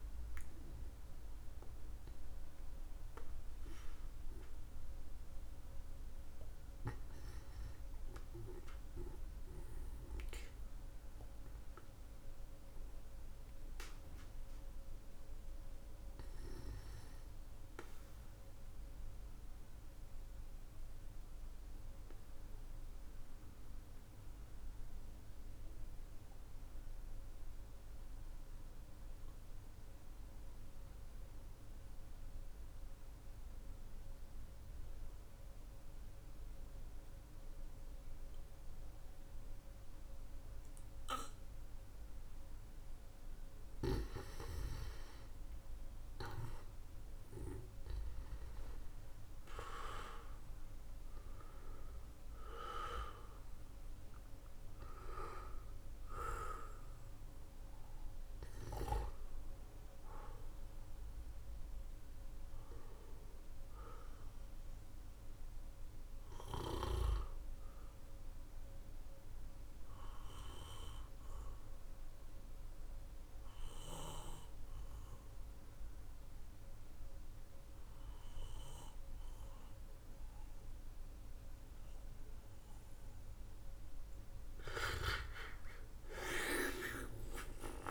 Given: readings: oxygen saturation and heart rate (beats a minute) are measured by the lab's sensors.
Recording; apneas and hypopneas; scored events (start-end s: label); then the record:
a person partly awake in a sleep study, by a room microphone; 2
10.00-87.90 s: new sleep stage, N2 (light sleep)
12.50-42.00 s: obstructive apnea (oxygen 97% before, 89% lowest, heart rate 59 before, 52 extreme, up 11 after)
36.00-86.00 s: oxygen desaturation (device-marked, oxygen 98% before, 89% lowest, heart rate 58 before, 49 extreme)
44.00-49.00 s: arousal
60.50-83.50 s: obstructive apnea (oxygen 97% before, 89% lowest, heart rate 60 before, 49 extreme, up 12 after)
84.50-87.90 s: arousal
84.50-87.90 s: snoring (device-marked)
From the record:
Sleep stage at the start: awake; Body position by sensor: on the back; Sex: male